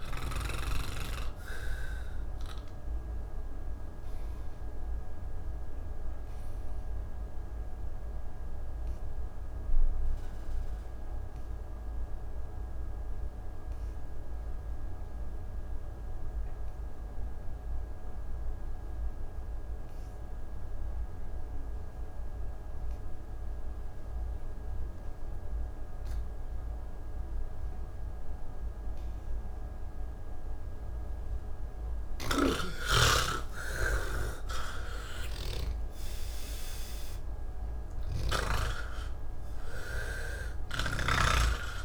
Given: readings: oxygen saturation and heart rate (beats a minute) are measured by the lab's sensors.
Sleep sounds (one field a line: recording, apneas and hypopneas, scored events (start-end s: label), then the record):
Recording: breathing in sleep by a room microphone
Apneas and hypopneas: 1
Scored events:
0.00-1.00 s: snoring (device-marked)
0.00-17.50 s: oxygen desaturation (device-marked, oxygen 82% lowest, heart rate 47 extreme)
3.50-31.50 s: obstructive apnea (oxygen 98% before, 80% lowest, heart rate 102 before, 78 extreme, up 37 after)
27.50-41.85 s: oxygen desaturation (device-marked, oxygen 99% before, 80% lowest, heart rate 116 before, 77 extreme)
32.50-39.00 s: snoring (device-marked)
From the record:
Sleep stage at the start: N3 (deep sleep)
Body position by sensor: on the back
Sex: male